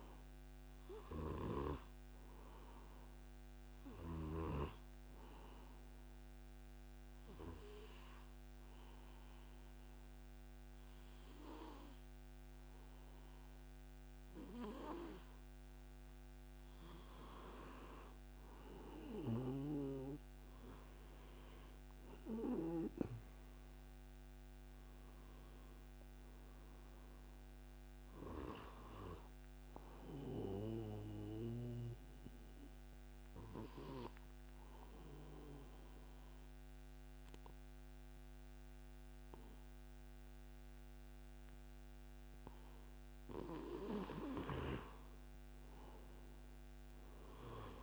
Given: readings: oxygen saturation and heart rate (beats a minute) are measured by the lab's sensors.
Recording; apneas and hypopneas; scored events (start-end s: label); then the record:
breathing in sleep by a microphone on the trachea; 2
0.00-15.50 s: oxygen desaturation (device-marked, oxygen 90% lowest)
5.00-16.00 s: obstructive apnea (oxygen 97% before, 90% lowest)
19.50-23.00 s: arousal
27.50-42.50 s: oxygen desaturation (device-marked, oxygen 98% before, 93% lowest)
30.50-43.00 s: obstructive apnea (oxygen 98% before, 91% lowest, heart rate 33 before, 38 extreme, up 56 after)
44.50-47.83 s: oxygen desaturation (device-marked, oxygen 98% before, 91% lowest, heart rate 80 before, 38 extreme)
45.50-47.83 s: arousal
From the record:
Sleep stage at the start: N2 (light sleep); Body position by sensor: on the back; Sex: male